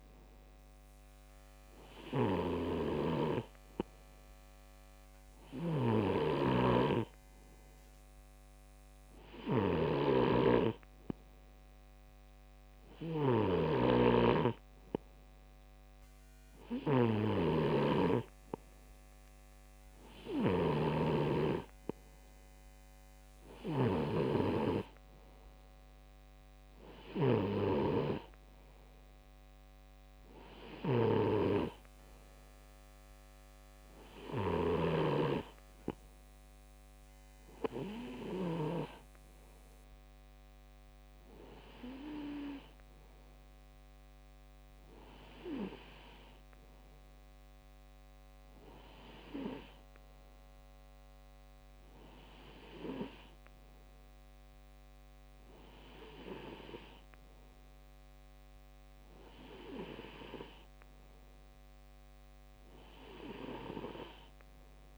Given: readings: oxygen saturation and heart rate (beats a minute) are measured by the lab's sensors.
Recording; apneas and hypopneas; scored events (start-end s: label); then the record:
breathing in sleep by a microphone on the trachea; none
0.00-35.00 s: snoring (device-marked)
63.00-64.98 s: bradycardia (device-marked, heart rate 61 before, 59 extreme)
From the record:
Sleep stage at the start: N3 (deep sleep); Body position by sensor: on the left side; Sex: male